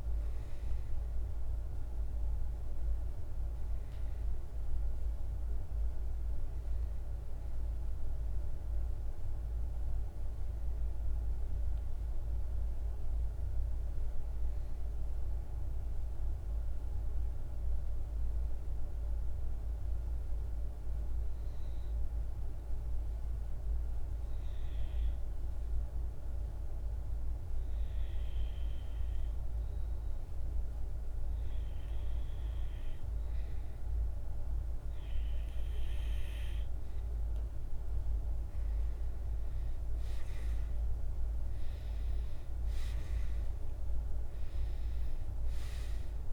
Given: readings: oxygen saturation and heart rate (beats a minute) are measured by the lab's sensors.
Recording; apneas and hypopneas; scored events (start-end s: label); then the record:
breathing in sleep, hard to hear, by a room microphone; 1
0.00-14.50 s: oxygen desaturation (device-marked, oxygen 93% lowest, heart rate 52 extreme)
8.50-29.50 s: obstructive apnea (oxygen 96% before, 92% lowest, heart rate 54 before, 51 extreme, up 0 after)
32.50-36.00 s: arousal
33.50-46.33 s: oxygen desaturation (device-marked, oxygen 99% before, 92% lowest, heart rate 53 before, 48 extreme)
From the record:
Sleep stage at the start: REM sleep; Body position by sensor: on the back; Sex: male